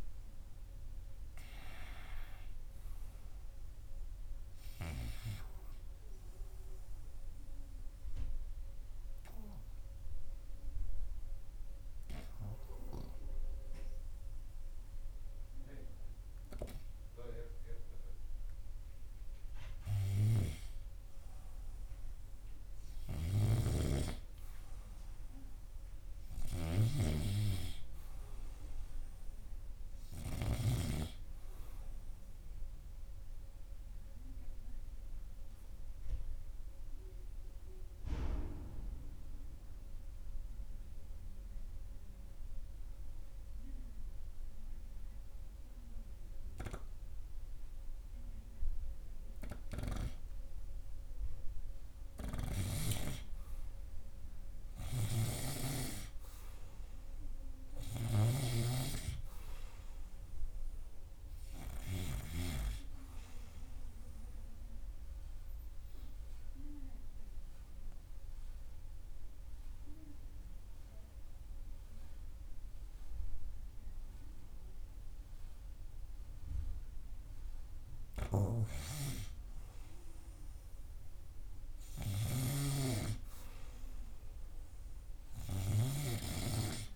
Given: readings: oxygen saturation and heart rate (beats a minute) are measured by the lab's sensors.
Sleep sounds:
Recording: breathing in sleep by a room microphone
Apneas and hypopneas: 3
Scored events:
6.50-21.00 s: obstructive apnea (oxygen 99% before, 96% lowest, heart rate 82 before, 81 extreme, up 1 after)
14.50-23.50 s: oxygen desaturation (device-marked, oxygen 99% before, 96% lowest, heart rate 82 before, 81 extreme)
23.50-31.50 s: snoring (device-marked)
24.50-28.50 s: arousal
34.00-48.50 s: central apnea (oxygen 100% before, 95% lowest, heart rate 83 before, 79 extreme, up 3 after)
50.50-55.50 s: arousal
58.50-63.00 s: snoring (device-marked)
64.00-79.00 s: obstructive apnea (oxygen 100% before, 95% lowest, heart rate 82 before, 80 extreme, up 5 after)
80.50-85.00 s: arousal
82.50-86.96 s: snoring (device-marked)
From the record:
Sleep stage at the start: REM sleep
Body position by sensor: on the right side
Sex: male

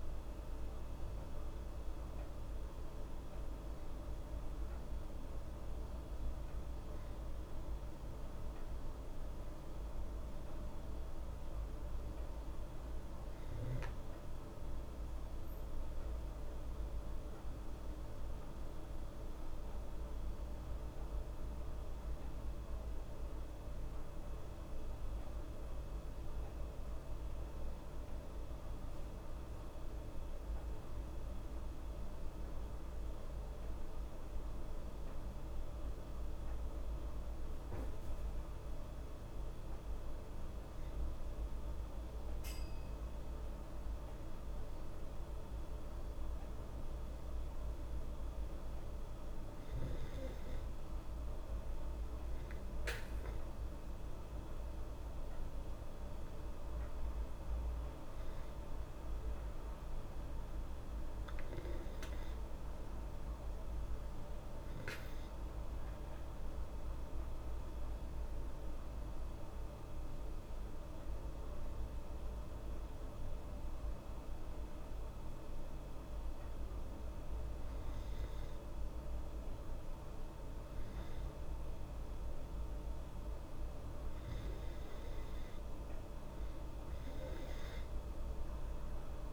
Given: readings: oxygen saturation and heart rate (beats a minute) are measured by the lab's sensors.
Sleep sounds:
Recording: breathing in sleep, hard to hear, by a room microphone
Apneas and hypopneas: none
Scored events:
none scored
From the record:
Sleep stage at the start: N2 (light sleep)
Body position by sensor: on the back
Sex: female

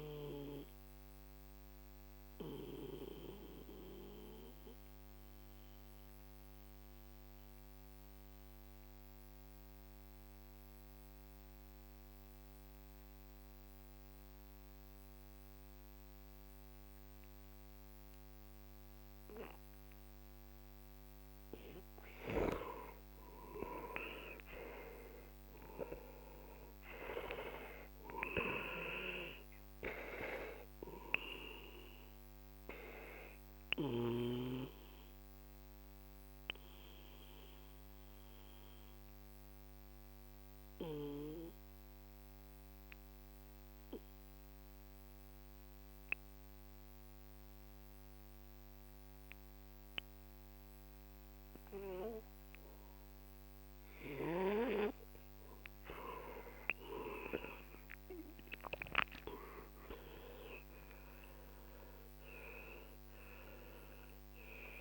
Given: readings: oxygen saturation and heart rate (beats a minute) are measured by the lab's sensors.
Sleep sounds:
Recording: breathing in sleep by a microphone on the trachea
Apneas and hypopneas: 2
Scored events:
0.00-9.50 s: oxygen desaturation (device-marked, oxygen 90% lowest, heart rate 42 extreme)
1.50-22.50 s: mixed apnea (oxygen 98% before, 90% lowest, heart rate 55 before, 43 extreme, up 15 after)
24.00-27.50 s: arousal
24.50-46.50 s: oxygen desaturation (device-marked, oxygen 97% before, 90% lowest, heart rate 46 before, 43 extreme)
31.00-54.00 s: obstructive apnea (oxygen 98% before, 90% lowest, heart rate 50 before, 41 extreme, up 23 after)
56.00-60.00 s: arousal
58.50-64.81 s: oxygen desaturation (device-marked, oxygen 97% before, 91% lowest, heart rate 48 before, 41 extreme)
From the record:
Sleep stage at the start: N2 (light sleep)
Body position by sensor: on the back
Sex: male

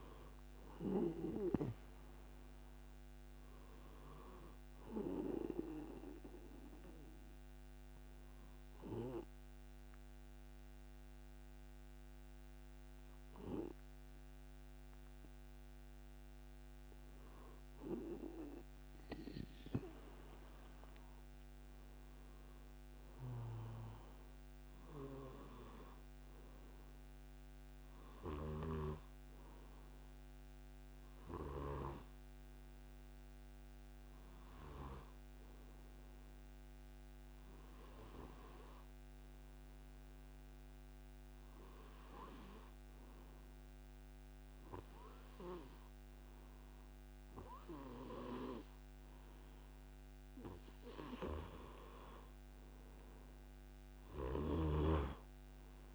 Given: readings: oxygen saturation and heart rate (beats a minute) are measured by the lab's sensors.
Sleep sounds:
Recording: breathing in sleep by a microphone on the trachea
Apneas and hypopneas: 2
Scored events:
0.00-2.00 s: arousal
0.00-19.50 s: oxygen desaturation (device-marked, oxygen 91% lowest, heart rate 38 extreme)
6.00-16.50 s: obstructive apnea (oxygen 98% before, 91% lowest, heart rate 76 before, 51 extreme, up 20 after)
20.50-24.50 s: arousal
39.50-50.50 s: hypopnea (oxygen 98% before, 88% lowest)
51.50-55.00 s: arousal
53.50-55.95 s: oxygen desaturation (device-marked, oxygen 97% before, 92% lowest)
From the record:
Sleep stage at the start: N2 (light sleep)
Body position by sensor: on the back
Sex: male

